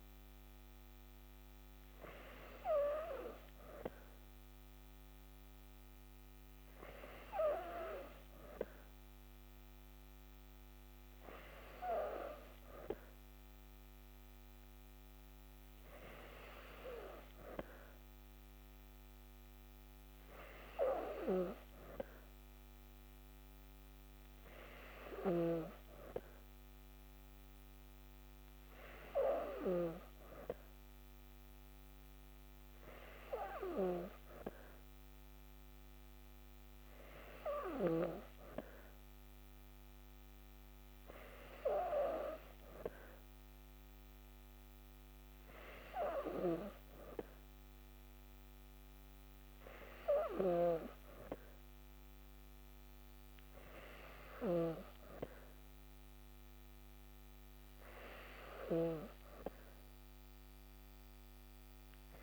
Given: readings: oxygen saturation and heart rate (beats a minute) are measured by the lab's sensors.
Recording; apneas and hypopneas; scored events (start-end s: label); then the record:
breathing in sleep by a microphone on the trachea; none
50.00-54.50 s: snoring (device-marked)
From the record:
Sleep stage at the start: N2 (light sleep); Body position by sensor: on the back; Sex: female